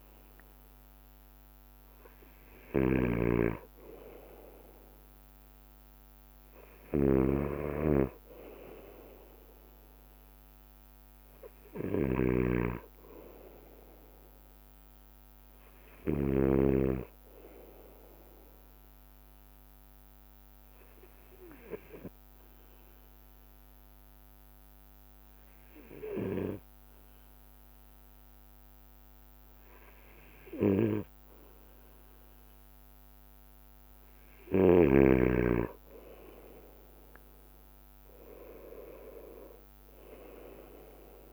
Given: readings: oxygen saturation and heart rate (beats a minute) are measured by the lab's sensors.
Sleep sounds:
breathing in sleep by a microphone on the trachea; 1
0.00-2.50 s: arousal
0.00-17.00 s: snoring (device-marked)
0.00-40.50 s: bradycardia (device-marked, heart rate 54 extreme)
19.50-32.50 s: hypopnea (oxygen 94% before, 91% lowest, heart rate 58 before, 55 extreme, up 4 after)
33.50-37.50 s: arousal
From the record:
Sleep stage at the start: N2 (light sleep); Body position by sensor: on the right side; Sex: male

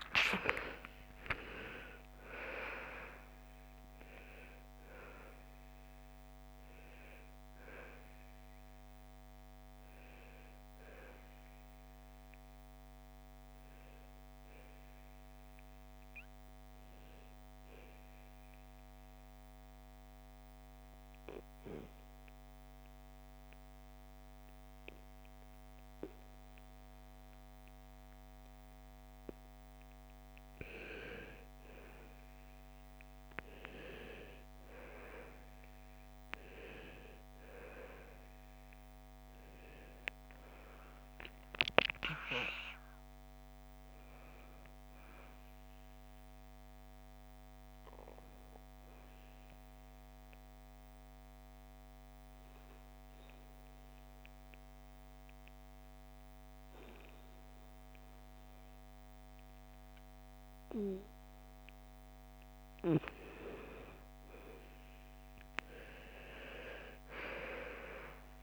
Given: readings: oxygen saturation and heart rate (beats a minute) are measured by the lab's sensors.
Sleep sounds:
breathing in sleep by a microphone on the trachea; 2
0.00-1.00 s: arousal
3.50-21.50 s: oxygen desaturation (device-marked, oxygen 99% before, 85% lowest, heart rate 66 before, 58 extreme)
18.00-29.00 s: obstructive apnea (oxygen 99% before, 86% lowest, heart rate 79 before, 55 extreme, up 5 after)
30.00-33.50 s: arousal
34.50-49.50 s: oxygen desaturation (device-marked, oxygen 99% before, 90% lowest, heart rate 61 before, 54 extreme)
52.50-63.00 s: obstructive apnea (oxygen 99% before, 89% lowest, heart rate 65 before, 54 extreme, up 14 after)
64.50-68.43 s: arousal
66.50-68.43 s: oxygen desaturation (device-marked, oxygen 98% before, 90% lowest, heart rate 57 before, 54 extreme)
From the record:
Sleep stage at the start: N2 (light sleep); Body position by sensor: on the back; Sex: female

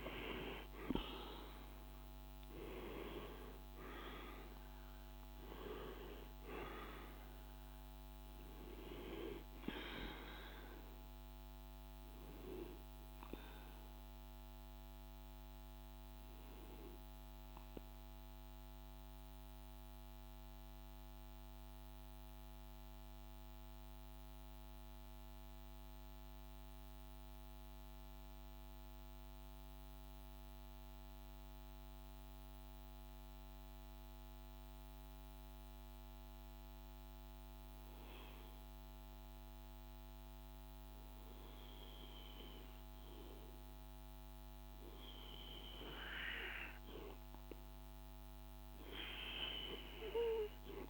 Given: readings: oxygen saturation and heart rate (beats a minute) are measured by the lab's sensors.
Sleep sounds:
breathing in sleep by a microphone on the trachea; 1
0.00-23.00 s: oxygen desaturation (device-marked, oxygen 91% lowest, heart rate 52 extreme)
21.00-43.00 s: hypopnea (oxygen 96% before, 91% lowest, heart rate 56 before, 52 extreme, up 0 after)
40.00-50.89 s: oxygen desaturation (device-marked, oxygen 99% before, 91% lowest, heart rate 52 before, 52 extreme)
44.50-48.50 s: arousal
From the record:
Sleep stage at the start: N2 (light sleep); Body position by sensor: on the right side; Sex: male

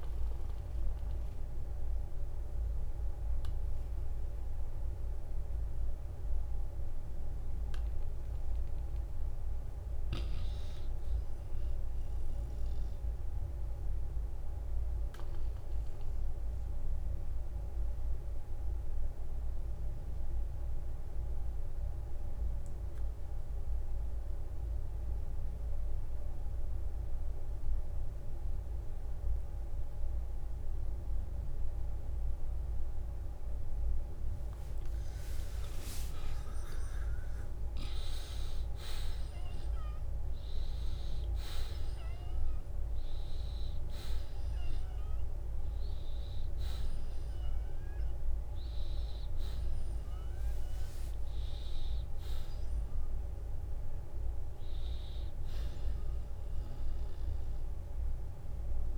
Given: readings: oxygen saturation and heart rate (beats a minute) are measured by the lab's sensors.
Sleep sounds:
breathing in sleep, hard to hear, by a room microphone; 1
1.50-16.50 s: oxygen desaturation (device-marked, oxygen 94% before, 88% lowest, heart rate 62 before, 49 extreme)
8.50-12.00 s: arousal
13.50-33.50 s: obstructive apnea (oxygen 95% before, 84% lowest, heart rate 62 before, 49 extreme, up 18 after)
39.50-58.98 s: oxygen desaturation (device-marked, oxygen 95% before, 84% lowest, heart rate 56 before, 49 extreme)
50.50-56.00 s: arousal
52.00-54.00 s: long interval between heartbeats (device-marked, heart rate 64 before, 71 extreme)
From the record:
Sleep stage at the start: N2 (light sleep); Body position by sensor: on the back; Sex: male

